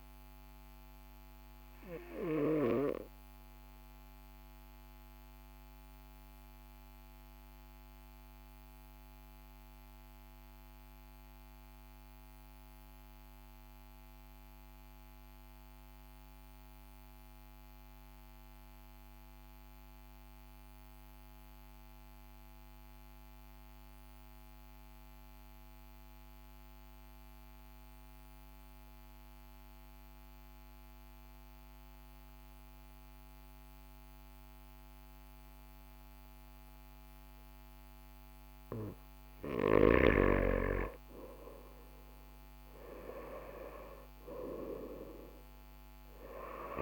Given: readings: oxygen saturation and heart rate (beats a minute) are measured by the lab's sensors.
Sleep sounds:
breathing in sleep by a microphone on the trachea; 1
4.00-38.50 s: obstructive apnea (oxygen 96% before, 92% lowest, heart rate 43 before, 38 extreme, up 1 after)
36.50-46.82 s: oxygen desaturation (device-marked, oxygen 98% before, 92% lowest, heart rate 42 before, 41 extreme)
40.50-44.00 s: arousal
From the record:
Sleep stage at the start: N2 (light sleep); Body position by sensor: on the right side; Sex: male

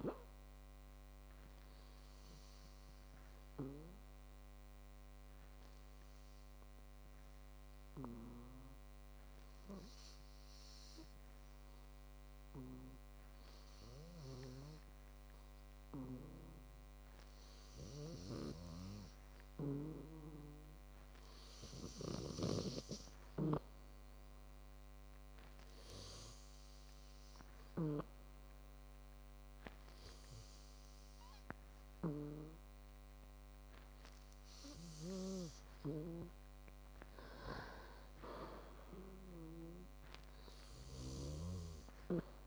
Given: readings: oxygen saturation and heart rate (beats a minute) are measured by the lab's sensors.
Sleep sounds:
breathing in sleep by a microphone on the trachea; 1
6.00-24.50 s: hypopnea (oxygen 96% before, 95% lowest, heart rate 89 before, 99 extreme, up 58 after)
27.50-30.50 s: arousal
From the record:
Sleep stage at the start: N2 (light sleep); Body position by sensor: on the back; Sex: male

